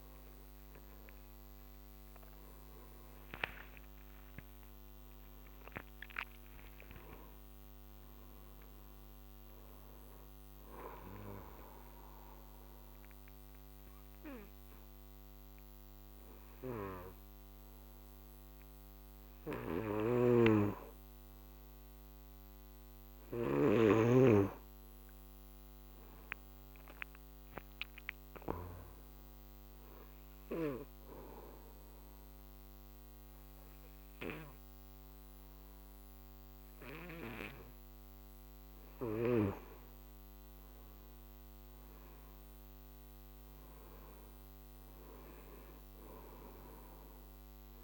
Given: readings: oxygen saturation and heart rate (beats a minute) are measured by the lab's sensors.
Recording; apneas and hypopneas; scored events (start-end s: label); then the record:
breathing in sleep by a microphone on the trachea; 2
3.00-7.50 s: arousal
6.00-24.00 s: oxygen desaturation (device-marked, oxygen 97% before, 88% lowest, heart rate 62 before, 50 extreme)
12.00-23.00 s: obstructive apnea (oxygen 97% before, 88% lowest, heart rate 69 before, 50 extreme, up 13 after)
19.50-23.50 s: snoring (device-marked)
25.50-28.50 s: arousal
29.50-39.50 s: obstructive apnea (oxygen 98% before, 89% lowest, heart rate 61 before, 48 extreme, up 20 after)
41.50-45.00 s: arousal
From the record:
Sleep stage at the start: N2 (light sleep); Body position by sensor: on the back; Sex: male